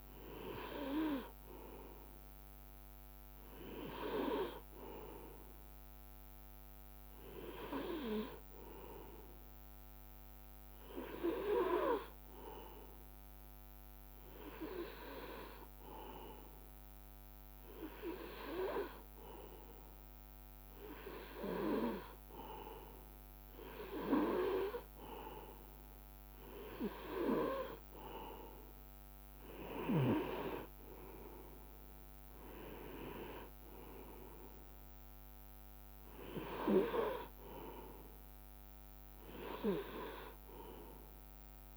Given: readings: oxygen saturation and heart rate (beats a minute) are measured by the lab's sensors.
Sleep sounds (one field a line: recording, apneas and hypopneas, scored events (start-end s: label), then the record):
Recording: breathing in sleep by a microphone on the trachea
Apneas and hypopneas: 1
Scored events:
10.50-28.00 s: hypopnea (oxygen 98% before, 96% lowest, heart rate 69 before, 58 extreme, up 4 after)
26.00-28.00 s: long interval between heartbeats (device-marked, heart rate 67 before, 65 extreme)
31.50-34.50 s: arousal
From the record:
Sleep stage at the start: N2 (light sleep)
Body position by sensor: on the right side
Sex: male